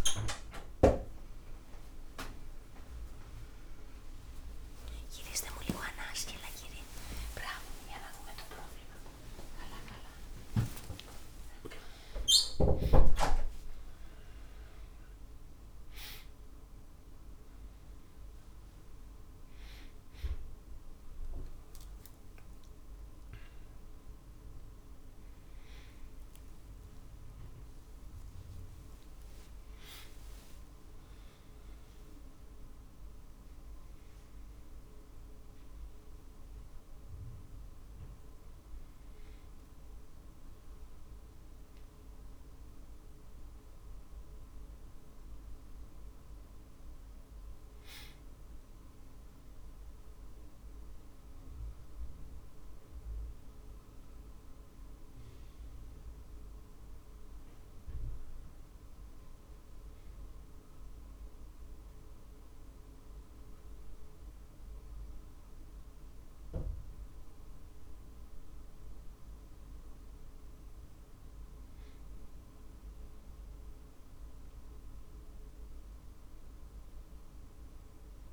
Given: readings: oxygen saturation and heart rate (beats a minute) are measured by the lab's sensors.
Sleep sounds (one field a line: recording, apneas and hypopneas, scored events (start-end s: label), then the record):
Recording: breathing in sleep by a room microphone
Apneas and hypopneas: none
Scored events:
4.00-10.50 s: arousal
6.50-10.50 s: tachycardia (device-marked, heart rate 51 before, 107 extreme)
7.00-9.00 s: long interval between heartbeats (device-marked, heart rate 53 before, 76 extreme)
9.50-22.50 s: drop in pulse transit time (device-marked, heart rate 57 before, 66 extreme)
10.00-12.00 s: long interval between heartbeats (device-marked, heart rate 57 before, 107 extreme)
12.50-14.50 s: long interval between heartbeats (device-marked, heart rate 66 before, 99 extreme)
20.50-78.32 s: new sleep stage, N1 (lightest sleep)
21.00-23.00 s: long interval between heartbeats (device-marked, heart rate 79 before, 77 extreme)
25.50-27.50 s: long interval between heartbeats (device-marked, heart rate 86 before, 80 extreme)
From the record:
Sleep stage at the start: N2 (light sleep)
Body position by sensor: on the back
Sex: male